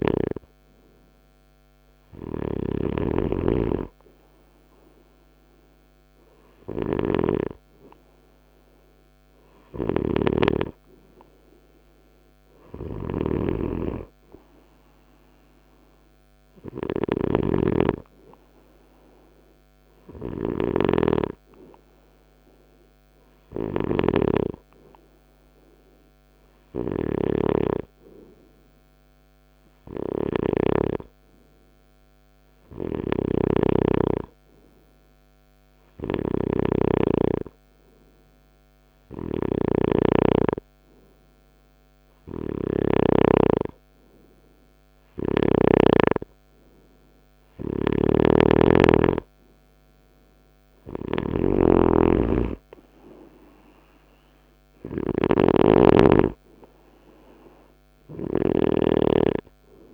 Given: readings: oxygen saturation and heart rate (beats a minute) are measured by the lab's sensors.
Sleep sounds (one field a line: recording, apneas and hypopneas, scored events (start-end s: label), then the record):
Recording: breathing in sleep by a microphone on the trachea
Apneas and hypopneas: 1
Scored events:
0.00-6.50 s: snoring (device-marked)
8.50-30.00 s: snoring (device-marked)
32.00-45.00 s: snoring (device-marked)
34.00-47.00 s: hypopnea (oxygen 96% before, 93% lowest, heart rate 66 before, 69 extreme, up 6 after)
47.00-59.94 s: snoring (device-marked)
50.50-54.00 s: arousal
From the record:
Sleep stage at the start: N2 (light sleep)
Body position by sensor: on the right side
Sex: male